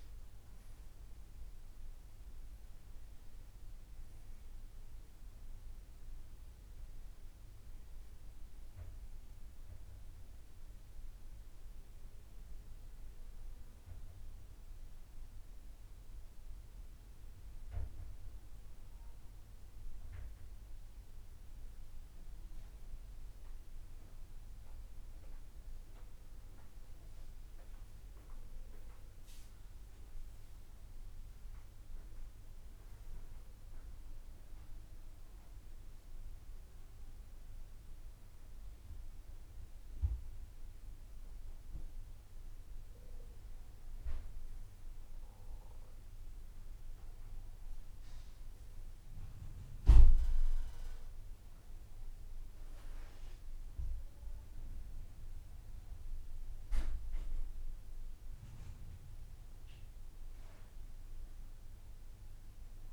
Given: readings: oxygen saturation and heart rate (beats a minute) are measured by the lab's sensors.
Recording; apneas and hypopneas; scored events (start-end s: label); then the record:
breathing in sleep, hard to hear, by a room microphone; none
1.00-18.00 s: oxygen desaturation (device-marked, oxygen 95% before, 91% lowest, heart rate 61 before, 58 extreme)
From the record:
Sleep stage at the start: N2 (light sleep); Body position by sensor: on the back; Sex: male